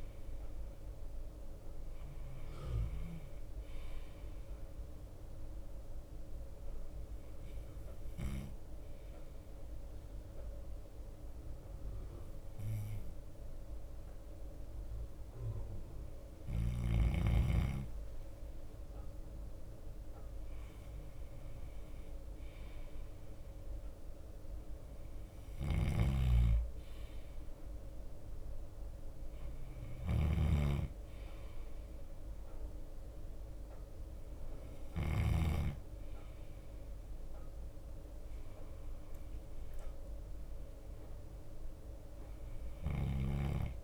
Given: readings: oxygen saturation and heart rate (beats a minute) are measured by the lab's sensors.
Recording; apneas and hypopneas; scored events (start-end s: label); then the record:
breathing in sleep by a room microphone; 1
0.00-43.83 s: bradycardia (device-marked)
4.50-18.00 s: obstructive apnea (oxygen 93% before, 90% lowest, heart rate 54 before, 52 extreme, up 2 after)
20.50-24.00 s: arousal
26.00-31.00 s: snoring (device-marked)
From the record:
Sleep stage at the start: N2 (light sleep); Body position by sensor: on the back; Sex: male